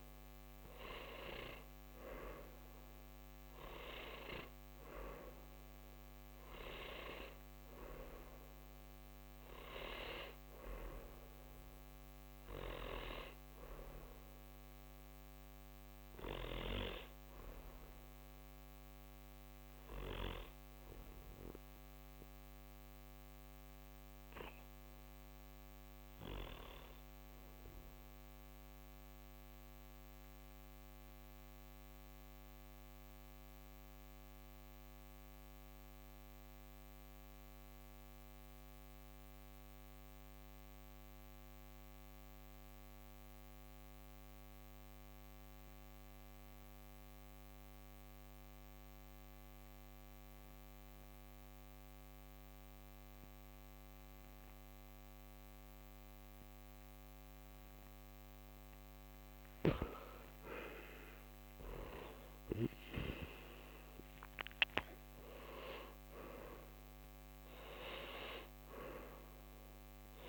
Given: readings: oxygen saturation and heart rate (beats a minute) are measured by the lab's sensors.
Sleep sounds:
breathing in sleep by a microphone on the trachea; 1
0.00-26.00 s: oxygen desaturation (device-marked, oxygen 91% lowest, heart rate 46 extreme)
28.50-59.00 s: mixed apnea (oxygen 97% before, 91% lowest, heart rate 60 before, 46 extreme, up 7 after)
60.50-64.00 s: arousal
From the record:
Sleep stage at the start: N2 (light sleep); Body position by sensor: on the back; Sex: male

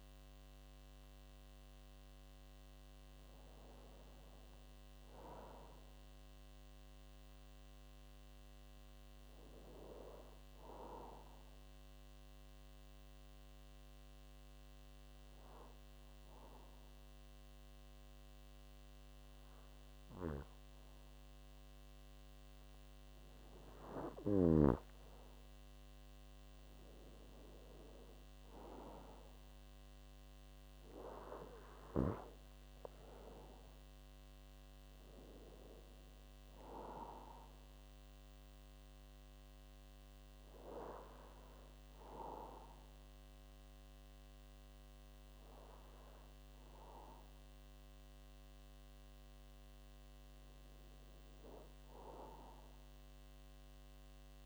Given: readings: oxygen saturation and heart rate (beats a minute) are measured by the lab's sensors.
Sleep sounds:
breathing in sleep by a microphone on the trachea; 2
11.50-22.50 s: obstructive apnea (oxygen 97% before, 92% lowest)
13.50-22.50 s: oxygen desaturation (device-marked, oxygen 97% before, 93% lowest)
25.50-29.00 s: arousal
31.50-52.50 s: oxygen desaturation (device-marked, oxygen 95% before, 92% lowest)
37.00-50.00 s: hypopnea (oxygen 97% before, 92% lowest)
53.00-54.45 s: arousal
From the record:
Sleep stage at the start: N2 (light sleep); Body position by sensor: on the back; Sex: male

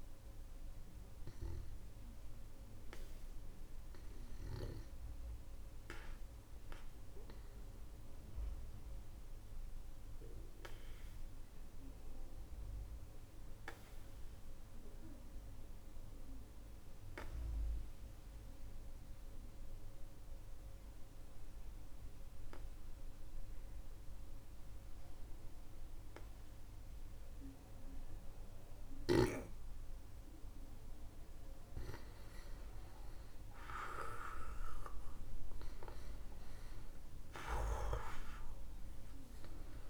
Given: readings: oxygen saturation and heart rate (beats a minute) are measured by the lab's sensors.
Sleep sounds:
breathing in sleep by a room microphone; 1
0.00-2.50 s: oxygen desaturation (device-marked, oxygen 90% lowest, heart rate 48 extreme)
1.00-6.50 s: arousal
10.00-31.00 s: mixed apnea (oxygen 98% before, 90% lowest, heart rate 59 before, 48 extreme, up 22 after)
29.50-39.90 s: oxygen desaturation (device-marked, oxygen 98% before, 90% lowest, heart rate 56 before, 47 extreme)
32.50-39.50 s: arousal
From the record:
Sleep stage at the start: N2 (light sleep); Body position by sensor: on the back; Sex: male

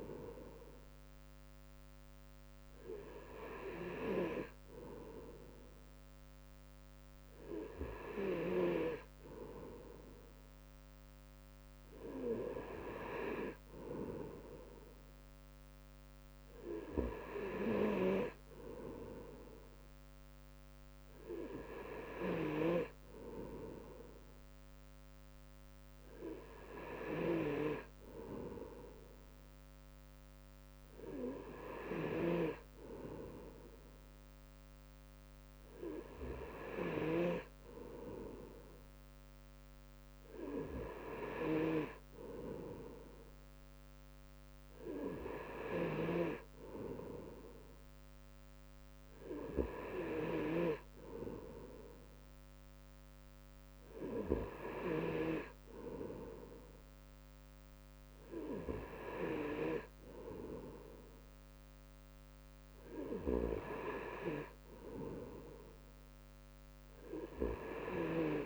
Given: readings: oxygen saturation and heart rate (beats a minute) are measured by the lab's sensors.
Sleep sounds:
breathing in sleep by a microphone on the trachea; none
30.50-68.46 s: new sleep stage, N3 (deep sleep)
From the record:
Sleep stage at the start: N2 (light sleep); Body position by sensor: on the right side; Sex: male

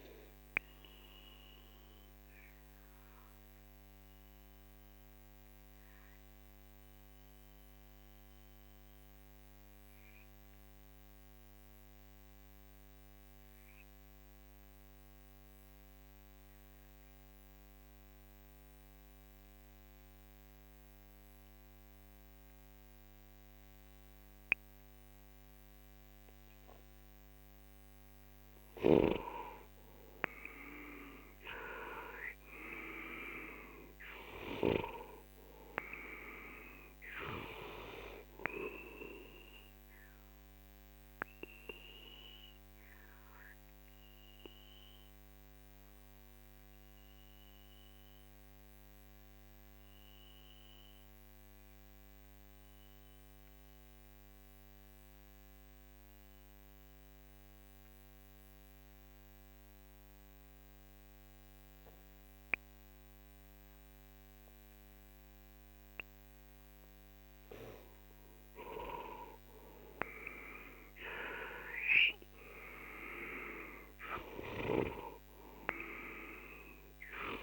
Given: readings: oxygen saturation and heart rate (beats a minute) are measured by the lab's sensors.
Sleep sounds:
breathing in sleep by a microphone on the trachea; 2
0.00-13.50 s: oxygen desaturation (device-marked, oxygen 90% lowest, heart rate 41 extreme)
0.50-29.00 s: obstructive apnea (oxygen 98% before, 90% lowest, heart rate 55 before, 41 extreme, up 14 after)
30.50-54.50 s: oxygen desaturation (device-marked, oxygen 98% before, 91% lowest, heart rate 46 before, 41 extreme)
31.00-34.50 s: arousal
40.00-68.50 s: obstructive apnea (oxygen 98% before, 91% lowest, heart rate 54 before, 41 extreme, up 14 after)
68.50-77.43 s: oxygen desaturation (device-marked, oxygen 98% before, 93% lowest, heart rate 45 before, 41 extreme)
70.50-74.50 s: arousal
From the record:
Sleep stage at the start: N2 (light sleep); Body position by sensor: on the left side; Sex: male

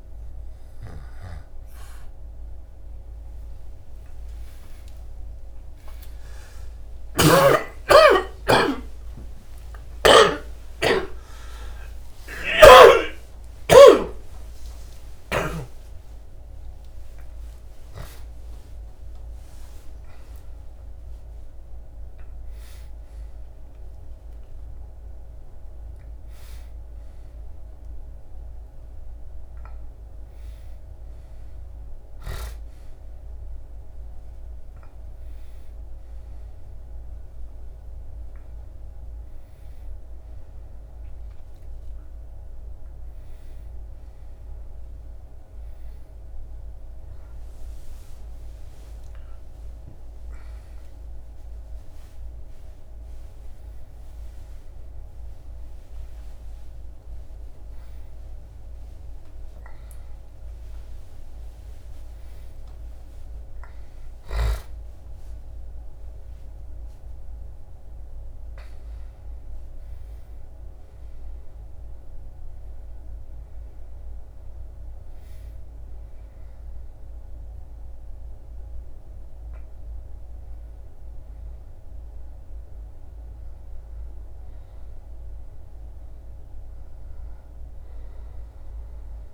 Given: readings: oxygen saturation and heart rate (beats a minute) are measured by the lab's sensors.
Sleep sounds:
a person awake in a sleep study, by a room microphone; none
1.00-89.34 s: new sleep stage, awake
8.50-12.00 s: snoring (device-marked)
From the record:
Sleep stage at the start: N2 (light sleep); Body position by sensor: on the back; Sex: male

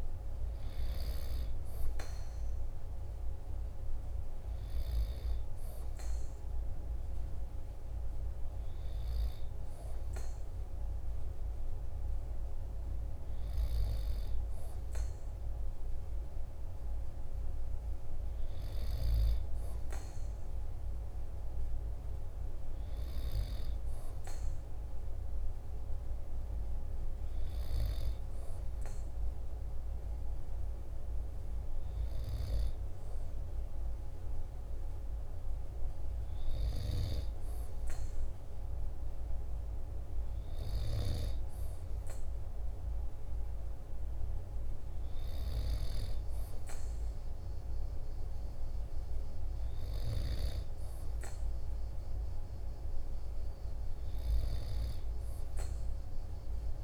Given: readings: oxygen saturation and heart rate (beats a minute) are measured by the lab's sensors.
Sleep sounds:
breathing in sleep, hard to hear, by a room microphone; none
none scored
From the record:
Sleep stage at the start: N2 (light sleep); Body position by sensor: on the right side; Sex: male

